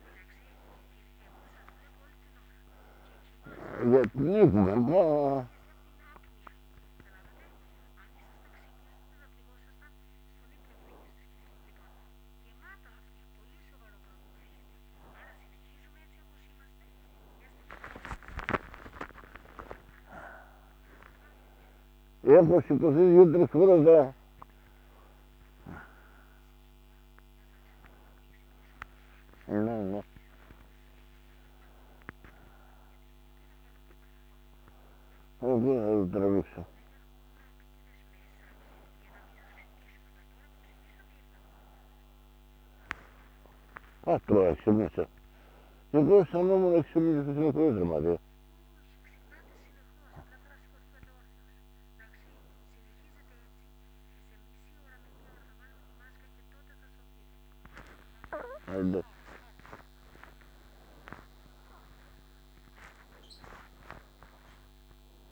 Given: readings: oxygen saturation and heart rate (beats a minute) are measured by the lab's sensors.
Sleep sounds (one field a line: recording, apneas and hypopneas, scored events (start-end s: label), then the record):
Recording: a person awake in a sleep study, by a microphone on the trachea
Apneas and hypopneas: none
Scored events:
none scored
From the record:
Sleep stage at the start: awake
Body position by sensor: on the right side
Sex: male